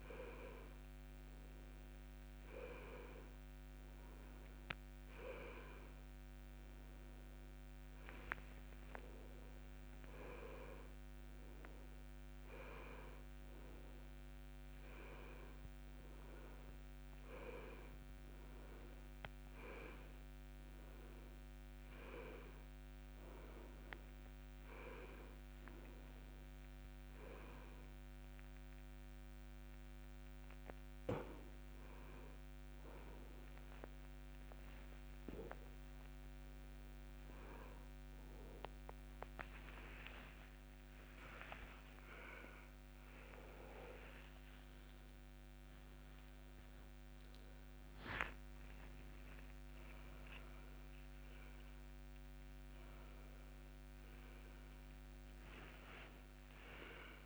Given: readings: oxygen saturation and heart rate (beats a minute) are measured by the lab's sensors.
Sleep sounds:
a person awake in a sleep study, by a microphone on the trachea; none
15.00-17.00 s: oxygen desaturation (device-marked, oxygen 98% before, 95% lowest, heart rate 120 before, 57 extreme)
From the record:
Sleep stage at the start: awake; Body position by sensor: upright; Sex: male

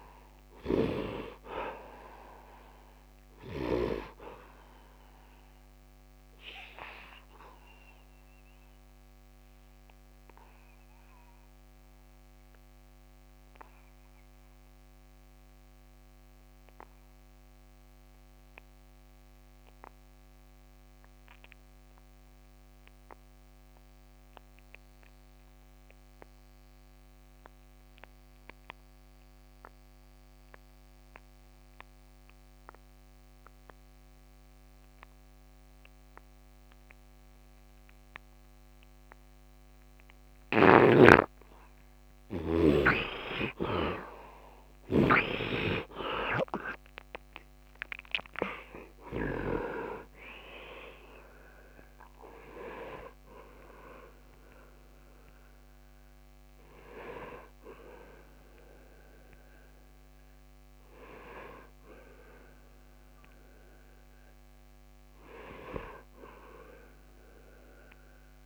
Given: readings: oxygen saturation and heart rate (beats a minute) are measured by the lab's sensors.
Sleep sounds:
breathing in sleep by a microphone on the trachea; 1
0.00-3.50 s: snoring (device-marked)
0.00-23.00 s: oxygen desaturation (device-marked, oxygen 65% lowest, heart rate 72 extreme)
4.00-42.00 s: obstructive apnea (oxygen 100% before, 61% lowest, heart rate 86 before, 72 extreme, up 20 after)
25.00-68.46 s: oxygen desaturation (device-marked, oxygen 99% before, 61% lowest, heart rate 79 before, 73 extreme)
40.00-49.00 s: snoring (device-marked)
44.00-47.50 s: arousal
From the record:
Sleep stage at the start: N2 (light sleep); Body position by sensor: on the back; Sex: male

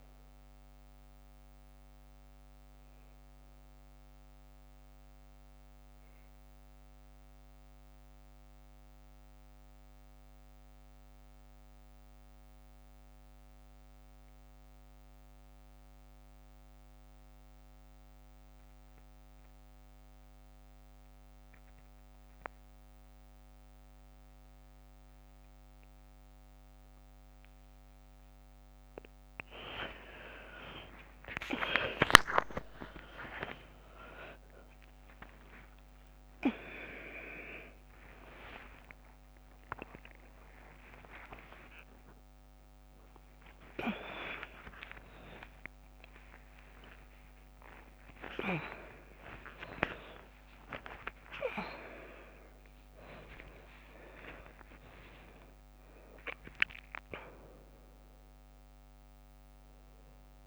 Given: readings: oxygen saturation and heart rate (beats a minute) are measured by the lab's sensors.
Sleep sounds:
a person awake in a sleep study, by a microphone on the trachea; 1
0.00-10.00 s: oxygen desaturation (device-marked, oxygen 89% lowest, heart rate 58 extreme)
5.50-28.00 s: mixed apnea (oxygen 100% before, 86% lowest, heart rate 63 before, 58 extreme, up 34 after)
20.00-60.47 s: new sleep stage, awake
33.00-51.00 s: tachycardia (device-marked, heart rate 62 before, 176 extreme)
34.50-36.50 s: long interval between heartbeats (device-marked, heart rate 61 before, 70 extreme)
39.00-41.00 s: long interval between heartbeats (device-marked, heart rate 71 before, 127 extreme)
42.00-44.00 s: long interval between heartbeats (device-marked, heart rate 81 before, 133 extreme)
44.00-46.00 s: long interval between heartbeats (device-marked, heart rate 89 before, 163 extreme)
46.50-48.50 s: long interval between heartbeats (device-marked, heart rate 99 before, 175 extreme)
49.00-51.00 s: long interval between heartbeats (device-marked, heart rate 115 before, 141 extreme)
From the record:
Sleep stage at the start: N2 (light sleep); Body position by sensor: on the back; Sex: female

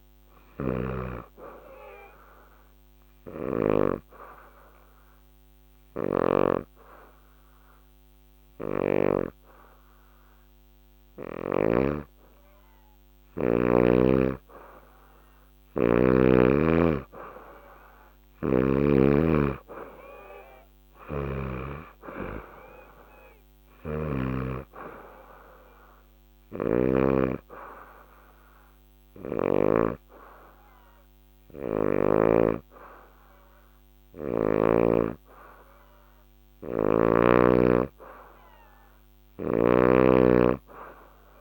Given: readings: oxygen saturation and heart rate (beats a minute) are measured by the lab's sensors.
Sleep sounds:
breathing in sleep by a microphone on the trachea; 2
0.00-3.50 s: snoring (device-marked)
2.50-13.50 s: obstructive apnea (oxygen 98% before, 91% lowest, heart rate 112 before, 106 extreme, up 50 after)
5.50-9.00 s: snoring (device-marked)
14.00-35.00 s: oxygen desaturation (device-marked, oxygen 97% before, 91% lowest, heart rate 122 before, 119 extreme)
17.00-20.50 s: arousal
26.00-29.50 s: snoring (device-marked)
26.00-37.00 s: hypopnea (oxygen 98% before, 91% lowest, heart rate 123 before, 97 extreme, up 57 after)
From the record:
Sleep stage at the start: N2 (light sleep); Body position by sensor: on the back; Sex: female

